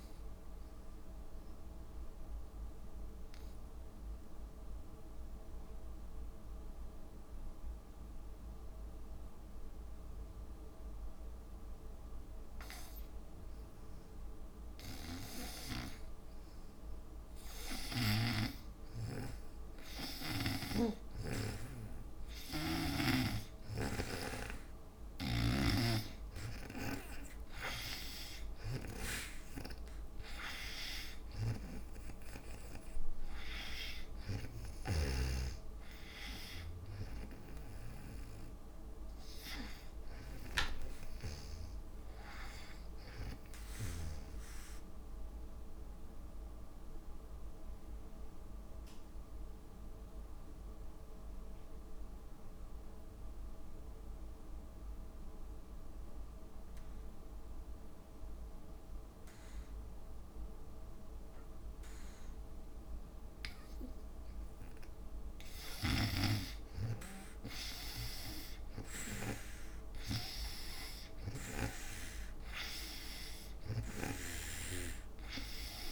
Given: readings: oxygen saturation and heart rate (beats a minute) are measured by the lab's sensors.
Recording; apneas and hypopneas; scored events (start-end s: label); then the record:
breathing in sleep by a room microphone; 2
0.00-7.00 s: oxygen desaturation (device-marked, oxygen 90% lowest, heart rate 55 extreme)
0.50-16.50 s: obstructive apnea (oxygen 96% before, 82% lowest, heart rate 73 before, 57 extreme, up 6 after)
17.00-48.00 s: oxygen desaturation (device-marked, oxygen 97% before, 82% lowest, heart rate 57 before, 57 extreme)
18.00-21.50 s: snoring (device-marked)
19.50-23.00 s: arousal
23.50-27.00 s: snoring (device-marked)
41.00-43.00 s: long interval between heartbeats (device-marked, heart rate 65 before, 80 extreme)
45.50-64.00 s: obstructive apnea (oxygen 97% before, 82% lowest, heart rate 69 before, 57 extreme, up 18 after)
64.00-75.92 s: oxygen desaturation (device-marked, oxygen 96% before, 82% lowest, heart rate 63 before, 56 extreme)
65.50-71.50 s: snoring (device-marked)
67.00-71.50 s: arousal
67.00-75.92 s: drop in pulse transit time (device-marked, heart rate 60 before, 67 extreme)
From the record:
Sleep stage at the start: N2 (light sleep); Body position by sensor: on the back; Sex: female